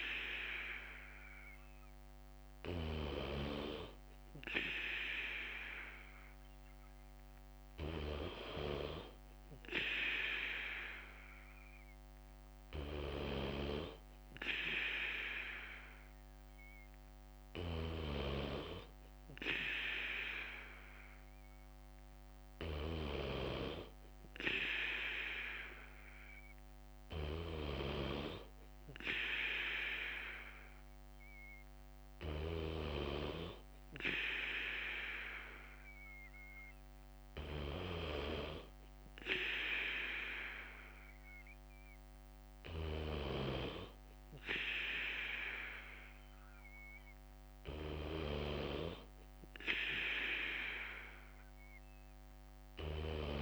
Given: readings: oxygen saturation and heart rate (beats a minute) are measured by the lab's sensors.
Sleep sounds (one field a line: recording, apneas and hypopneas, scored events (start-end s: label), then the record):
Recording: breathing in sleep by a microphone on the trachea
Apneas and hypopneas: none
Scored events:
0.00-9.50 s: bradycardia (device-marked, heart rate 56 extreme)
13.50-53.42 s: bradycardia (device-marked, heart rate 59 before, 56 extreme)
From the record:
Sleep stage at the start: N2 (light sleep)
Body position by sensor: on the back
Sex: male